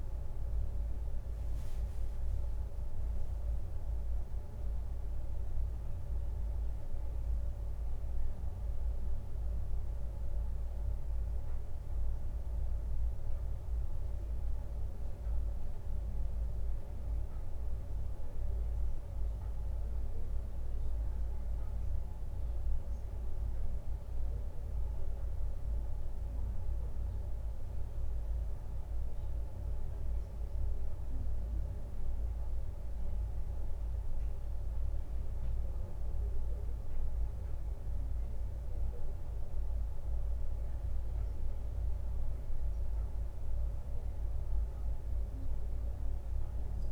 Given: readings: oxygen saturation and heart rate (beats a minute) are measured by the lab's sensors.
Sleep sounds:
a person awake in a sleep study, hard to hear, by a room microphone; none
1.50-5.00 s: leg movement (device-marked)
23.50-33.50 s: leg movement (device-marked)
38.50-44.50 s: leg movement (device-marked)
From the record:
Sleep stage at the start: awake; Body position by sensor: on the right side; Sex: male

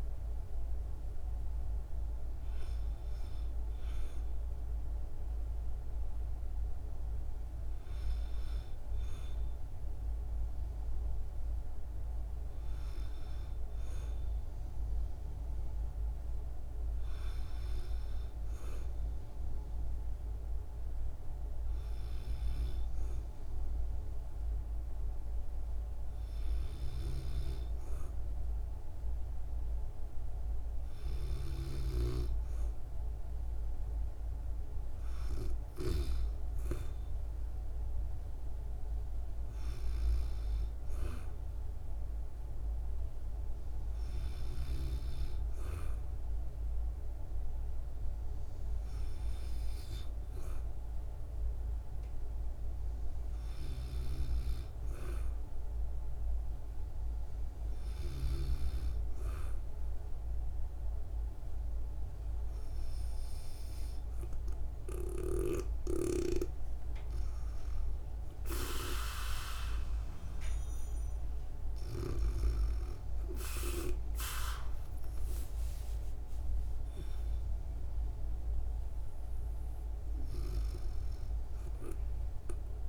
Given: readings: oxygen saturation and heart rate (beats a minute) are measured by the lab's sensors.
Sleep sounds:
breathing in sleep by a room microphone; none
none scored
From the record:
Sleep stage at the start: N2 (light sleep); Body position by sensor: on the back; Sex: female

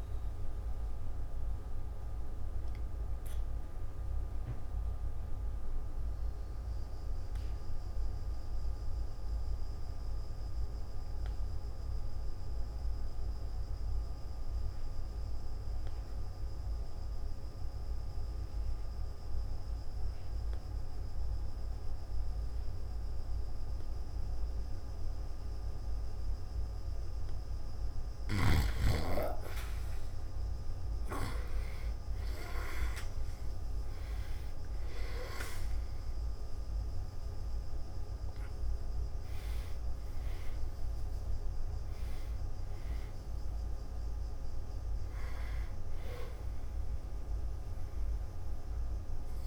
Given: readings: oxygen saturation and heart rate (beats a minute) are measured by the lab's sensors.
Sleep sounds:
breathing in sleep by a room microphone; 1
1.50-27.00 s: obstructive apnea (oxygen 99% before, 90% lowest, heart rate 53 before, 49 extreme, up 3 after)
10.50-24.50 s: oxygen desaturation (device-marked, oxygen 96% before, 91% lowest, heart rate 55 before, 49 extreme)
29.50-33.00 s: arousal
36.50-44.50 s: oxygen desaturation (device-marked, oxygen 98% before, 93% lowest, heart rate 52 before, 54 extreme)
From the record:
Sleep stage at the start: N2 (light sleep); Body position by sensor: on the back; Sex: male

